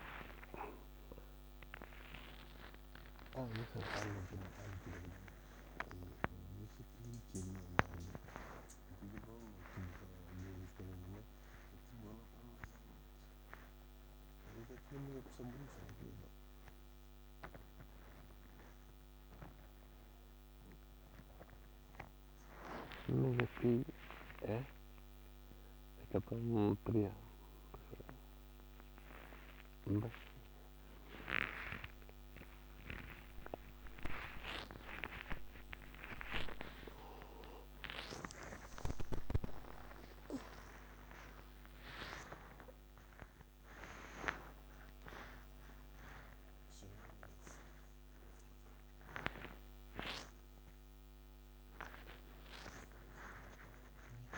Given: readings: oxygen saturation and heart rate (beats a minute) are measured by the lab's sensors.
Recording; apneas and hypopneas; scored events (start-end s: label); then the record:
a person awake in a sleep study, by a microphone on the trachea; none
none scored
From the record:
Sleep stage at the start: awake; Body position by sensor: on the back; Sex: male